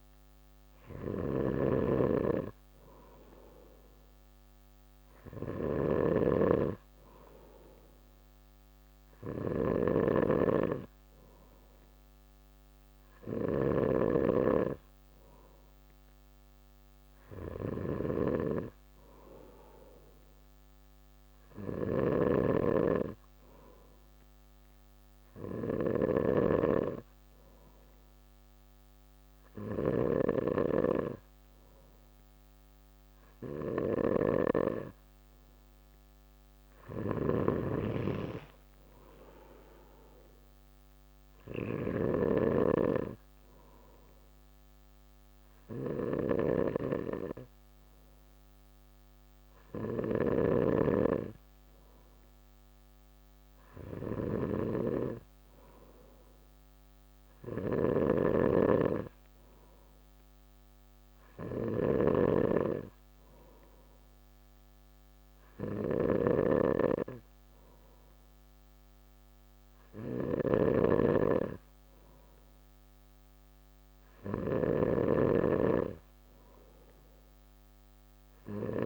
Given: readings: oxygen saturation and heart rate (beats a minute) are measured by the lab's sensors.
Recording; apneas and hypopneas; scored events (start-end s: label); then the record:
breathing in sleep by a microphone on the trachea; none
0.00-78.86 s: snoring (device-marked)
From the record:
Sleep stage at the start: N2 (light sleep); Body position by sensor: on the back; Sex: male